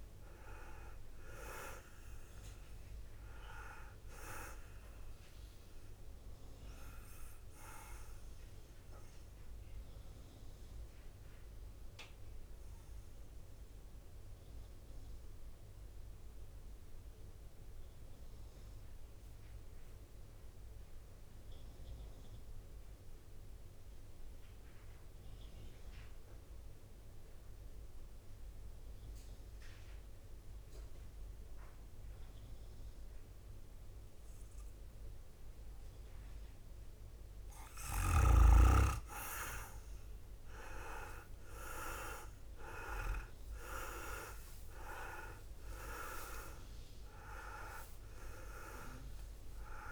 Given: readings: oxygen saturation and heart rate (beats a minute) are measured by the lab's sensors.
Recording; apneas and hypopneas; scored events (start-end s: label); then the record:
breathing in sleep by a room microphone; 1
0.00-8.00 s: drop in pulse transit time (device-marked, heart rate 57 extreme)
0.00-23.00 s: oxygen desaturation (device-marked, oxygen 90% lowest, heart rate 53 extreme)
10.00-36.50 s: mixed apnea (oxygen 99% before, 90% lowest, heart rate 62 before, 53 extreme, up 13 after)
39.00-43.00 s: arousal
41.00-49.92 s: oxygen desaturation (device-marked, oxygen 98% before, 90% lowest, heart rate 54 before, 52 extreme)
44.00-49.92 s: drop in pulse transit time (device-marked, heart rate 55 before, 63 extreme)
47.00-49.00 s: long interval between heartbeats (device-marked, heart rate 58 before, 78 extreme)
48.00-49.92 s: leg movement (device-marked)
From the record:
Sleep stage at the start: N2 (light sleep); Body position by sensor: on the back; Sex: male